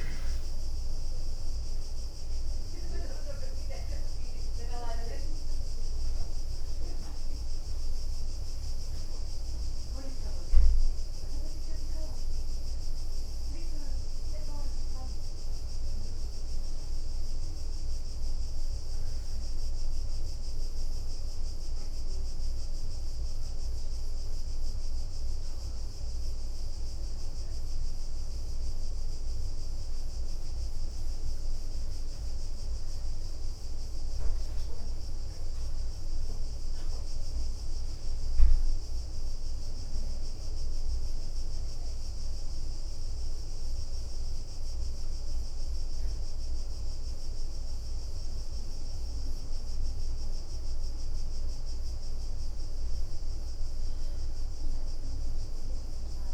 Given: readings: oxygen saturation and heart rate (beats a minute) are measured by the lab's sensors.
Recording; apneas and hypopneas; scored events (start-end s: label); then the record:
breathing in sleep, hard to hear, by a room microphone; 1
0.00-9.50 s: oxygen desaturation (device-marked, oxygen 93% lowest, heart rate 65 extreme)
6.50-36.50 s: new sleep stage, N1 (lightest sleep)
32.00-36.50 s: arousal
36.50-56.34 s: new sleep stage, N2 (light sleep)
38.50-51.00 s: hypopnea (oxygen 99% before, 92% lowest, heart rate 68 before, 62 extreme, up 8 after)
52.50-56.34 s: arousal
From the record:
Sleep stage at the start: N2 (light sleep); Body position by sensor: on the back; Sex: female